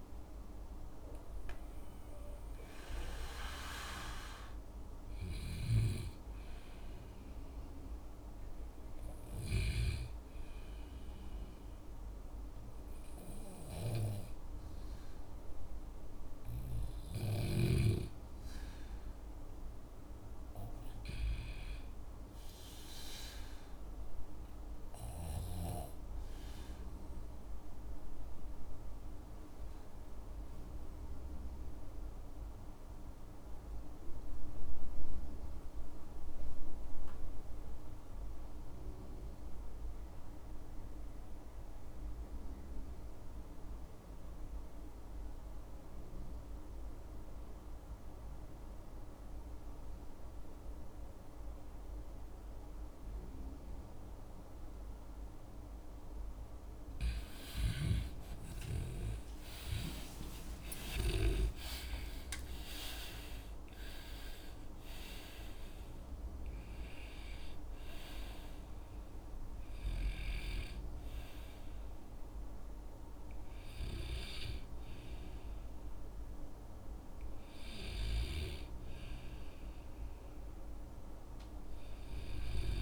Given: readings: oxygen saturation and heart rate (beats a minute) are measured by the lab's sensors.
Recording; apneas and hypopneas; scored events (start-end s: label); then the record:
breathing in sleep by a room microphone; 1
0.00-18.50 s: oxygen desaturation (device-marked, oxygen 81% lowest, heart rate 56 extreme)
20.00-22.50 s: arousal
24.00-56.00 s: obstructive apnea (oxygen 98% before, 82% lowest, heart rate 61 before, 55 extreme, up 57 after)
45.50-76.50 s: oxygen desaturation (device-marked, oxygen 96% before, 82% lowest, heart rate 60 before, 57 extreme)
57.50-61.50 s: arousal
57.50-63.50 s: tachycardia (device-marked, heart rate 62 before, 109 extreme)
81.50-82.82 s: oxygen desaturation (device-marked, oxygen 86% before, 82% lowest, heart rate 78 before, 55 extreme)
From the record:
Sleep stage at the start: REM sleep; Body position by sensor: on the back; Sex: male